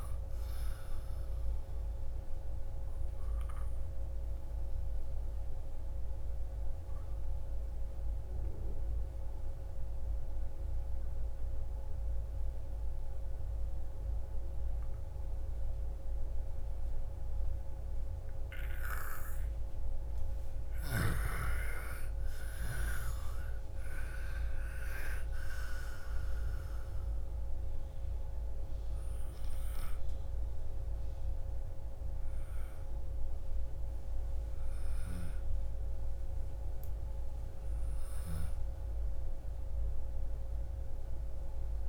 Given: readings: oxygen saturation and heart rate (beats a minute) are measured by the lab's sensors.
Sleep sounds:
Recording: breathing in sleep by a room microphone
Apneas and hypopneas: 1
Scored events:
1.00-18.50 s: obstructive apnea (oxygen 98% before, 83% lowest, heart rate 47 before, 27 extreme, up 28 after)
3.00-17.00 s: oxygen desaturation (device-marked, oxygen 98% before, 90% lowest, heart rate 48 before, 27 extreme)
20.50-24.50 s: arousal
26.00-41.89 s: oxygen desaturation (device-marked, oxygen 98% before, 86% lowest)
From the record:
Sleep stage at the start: N2 (light sleep)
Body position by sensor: on the left side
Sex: female

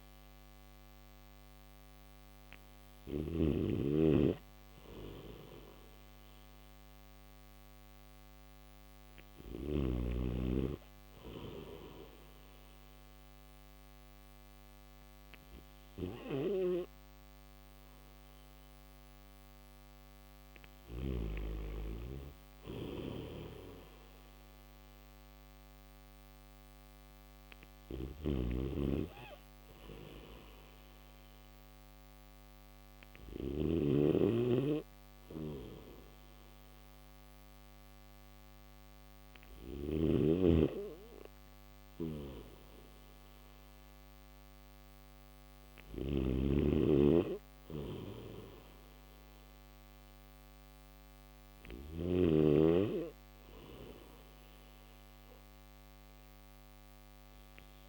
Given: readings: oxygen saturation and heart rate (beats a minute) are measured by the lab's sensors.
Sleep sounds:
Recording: breathing in sleep by a microphone on the trachea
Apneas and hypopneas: none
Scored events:
22.50-39.50 s: snoring (device-marked)
41.50-51.50 s: snoring (device-marked)
From the record:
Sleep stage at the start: N3 (deep sleep)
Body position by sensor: on the back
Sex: male

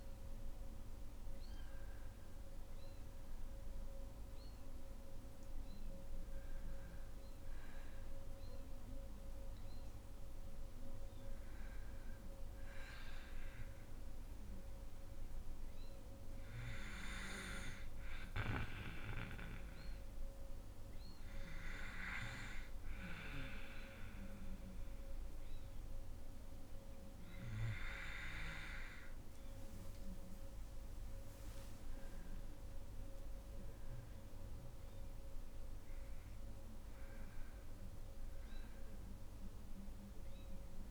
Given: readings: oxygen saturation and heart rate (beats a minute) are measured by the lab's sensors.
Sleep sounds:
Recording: breathing in sleep by a room microphone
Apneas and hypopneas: none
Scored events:
0.00-15.50 s: oxygen desaturation (device-marked, oxygen 88% lowest, heart rate 58 extreme)
27.00-30.50 s: arousal
From the record:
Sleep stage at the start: N2 (light sleep)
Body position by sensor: on the back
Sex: female

